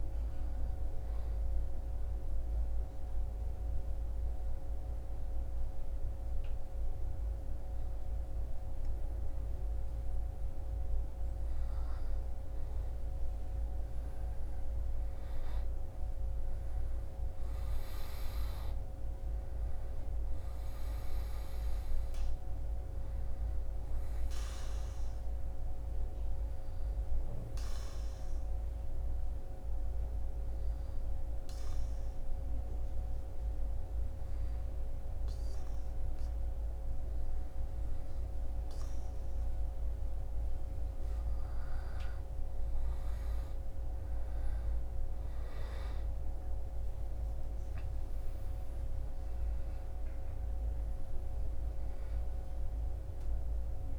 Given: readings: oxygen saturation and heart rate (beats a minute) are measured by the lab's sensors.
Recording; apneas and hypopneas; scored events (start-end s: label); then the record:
breathing in sleep, hard to hear, by a room microphone; 2
1.50-12.00 s: obstructive apnea (oxygen 98% before, 96% lowest, heart rate 68 before, 62 extreme, up 9 after)
13.50-17.50 s: arousal
26.50-40.50 s: obstructive apnea (oxygen 98% before, 96% lowest, heart rate 66 before, 61 extreme, up 13 after)
43.50-47.00 s: arousal
From the record:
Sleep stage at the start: N2 (light sleep); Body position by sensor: on the back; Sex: male